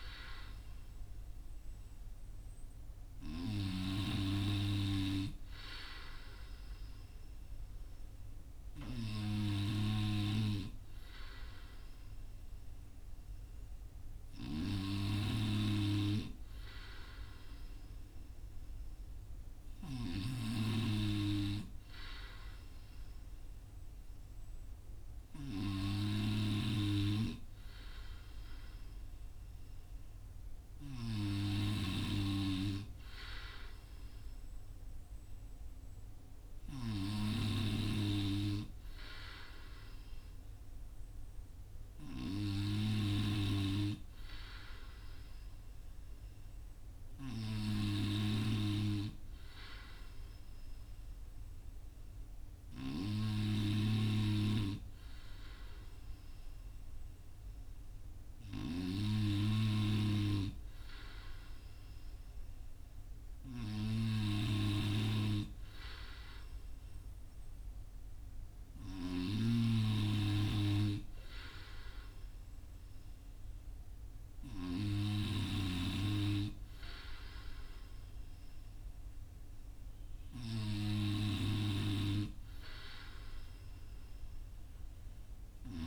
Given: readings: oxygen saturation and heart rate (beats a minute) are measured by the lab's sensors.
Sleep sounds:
breathing in sleep by a room microphone; none
none scored
From the record:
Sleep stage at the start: N3 (deep sleep); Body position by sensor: on the front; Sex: male

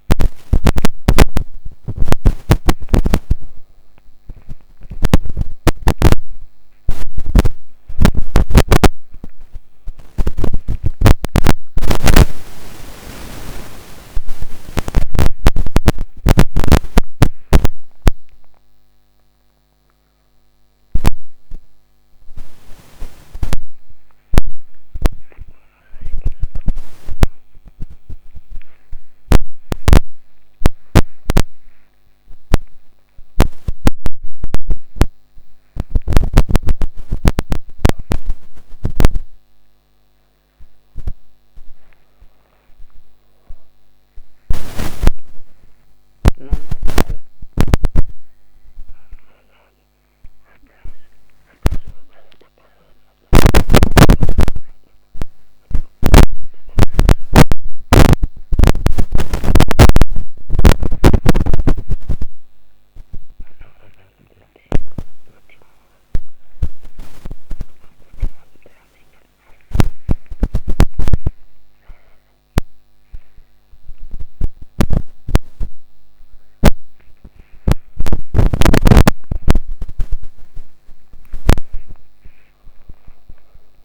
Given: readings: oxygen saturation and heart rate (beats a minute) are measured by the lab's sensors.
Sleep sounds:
a person awake in a sleep study, by a microphone on the trachea; none
none scored
From the record:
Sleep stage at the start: awake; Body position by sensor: upright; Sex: female

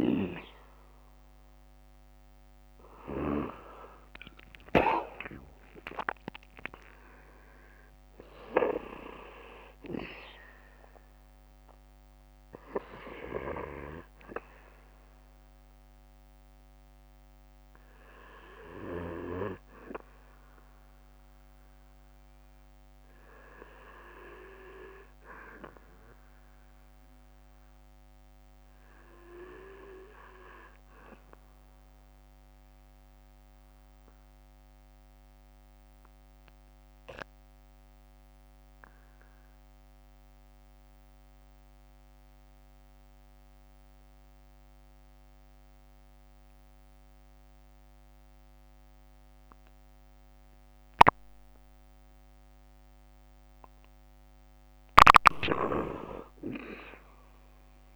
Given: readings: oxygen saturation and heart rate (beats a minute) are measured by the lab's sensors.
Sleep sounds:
breathing in sleep by a microphone on the trachea; 1
0.00-4.00 s: arousal
25.00-39.00 s: oxygen desaturation (device-marked, oxygen 95% before, 90% lowest, heart rate 68 before, 59 extreme)
32.50-53.50 s: obstructive apnea (oxygen 96% before, 90% lowest, heart rate 66 before, 59 extreme, up 9 after)
55.50-57.96 s: arousal
From the record:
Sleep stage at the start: REM sleep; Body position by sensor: on the back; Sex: male

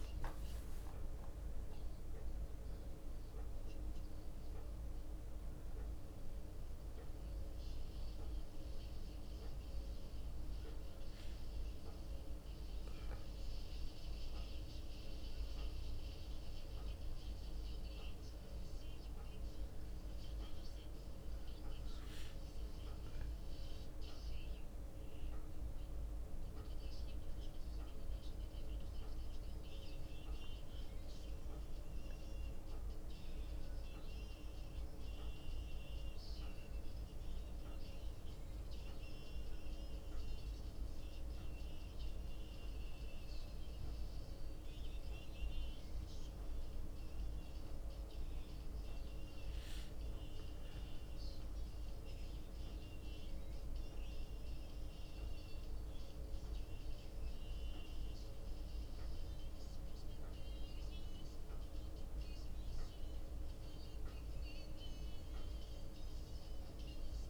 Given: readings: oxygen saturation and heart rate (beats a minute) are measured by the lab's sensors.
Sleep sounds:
a person awake in a sleep study, hard to hear, by a room microphone; none
none scored
From the record:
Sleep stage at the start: awake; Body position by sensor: on the back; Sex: male

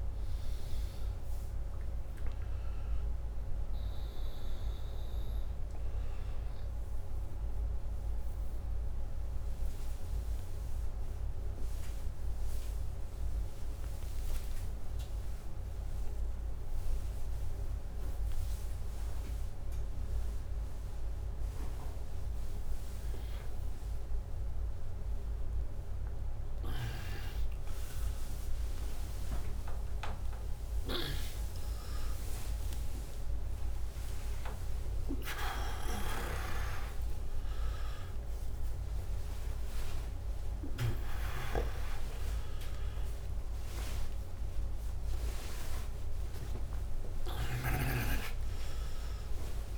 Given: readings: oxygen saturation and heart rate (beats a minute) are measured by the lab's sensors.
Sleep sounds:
a person awake in a sleep study, by a room microphone; none
0.00-6.00 s: oxygen desaturation (device-marked, oxygen 94% lowest, heart rate 61 extreme)
From the record:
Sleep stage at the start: awake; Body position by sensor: upright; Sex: male

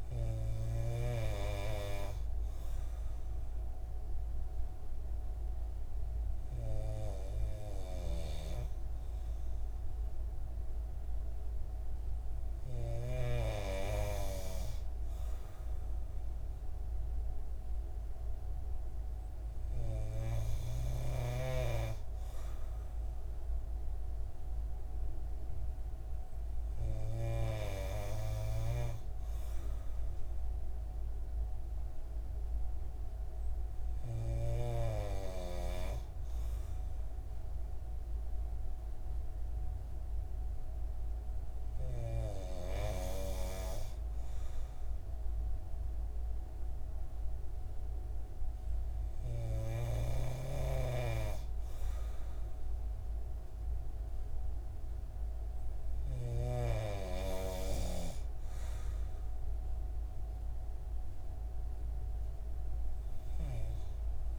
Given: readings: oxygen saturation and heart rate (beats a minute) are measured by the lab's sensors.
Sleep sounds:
breathing in sleep by a room microphone; none
none scored
From the record:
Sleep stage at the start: N3 (deep sleep); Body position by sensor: on the right side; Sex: male

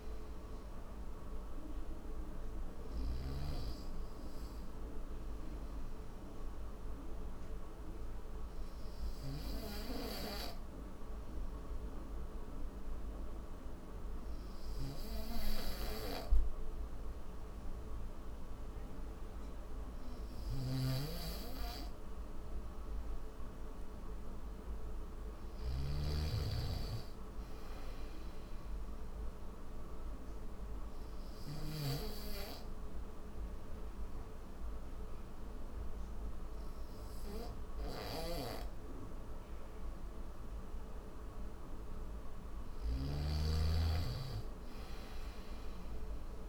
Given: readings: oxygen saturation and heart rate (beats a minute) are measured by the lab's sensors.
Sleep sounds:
breathing in sleep by a room microphone; 2
0.00-3.00 s: snoring (device-marked)
5.00-20.50 s: obstructive apnea (oxygen 93% before, 90% lowest, heart rate 78 before, 75 extreme, up 2 after)
20.00-31.50 s: snoring (device-marked)
25.00-43.00 s: oxygen desaturation (device-marked, oxygen 94% before, 91% lowest, heart rate 77 before, 75 extreme)
31.00-42.00 s: obstructive apnea (oxygen 94% before, 90% lowest, heart rate 77 before, 75 extreme, up 3 after)
42.50-46.49 s: snoring (device-marked)
From the record:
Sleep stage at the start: N1 (lightest sleep); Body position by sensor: on the back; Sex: male

